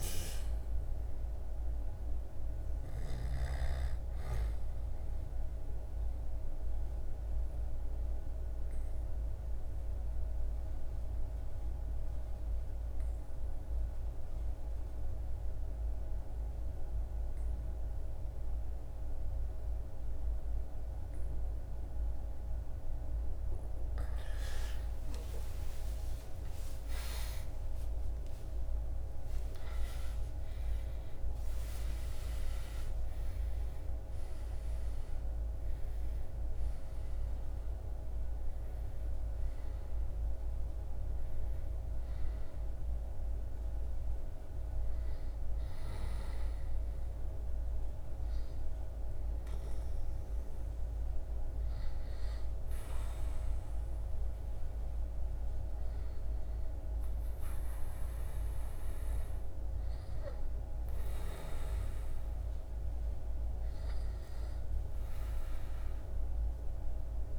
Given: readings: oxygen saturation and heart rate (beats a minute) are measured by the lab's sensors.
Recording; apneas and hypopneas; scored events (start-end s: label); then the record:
breathing in sleep, hard to hear, by a room microphone; 1
0.00-1.00 s: oxygen desaturation (device-marked, oxygen 92% lowest, heart rate 66 extreme)
0.00-1.50 s: arousal
0.00-2.50 s: snoring (device-marked)
4.50-22.50 s: obstructive apnea (oxygen 98% before, 91% lowest, heart rate 72 before, 66 extreme, up 19 after)
24.50-30.50 s: arousal
37.00-54.00 s: oxygen desaturation (device-marked, oxygen 97% before, 91% lowest, heart rate 77 before, 75 extreme)
44.00-67.39 s: new sleep stage, N1 (lightest sleep)
57.00-61.50 s: arousal
From the record:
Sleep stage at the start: N2 (light sleep); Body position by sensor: on the back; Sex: male